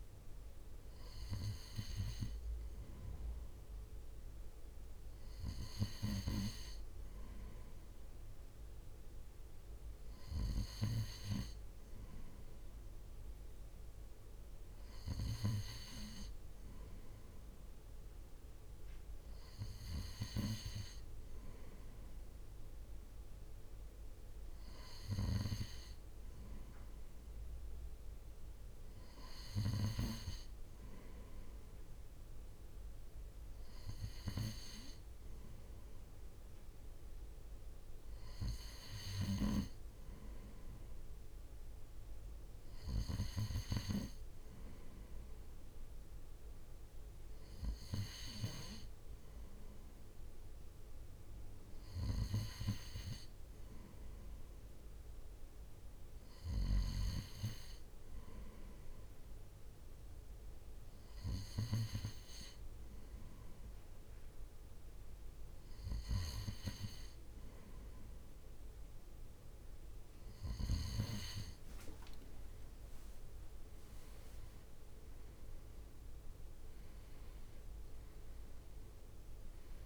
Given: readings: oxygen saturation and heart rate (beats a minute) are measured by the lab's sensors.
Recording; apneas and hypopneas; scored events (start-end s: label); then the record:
breathing in sleep by a room microphone; none
73.00-79.86 s: drop in pulse transit time (device-marked, heart rate 66 before, 66 extreme)
73.50-75.00 s: leg movement (device-marked)
74.00-79.86 s: new sleep stage, N2 (light sleep)
74.50-79.00 s: arousal
From the record:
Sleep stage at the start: N3 (deep sleep); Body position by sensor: on the right side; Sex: male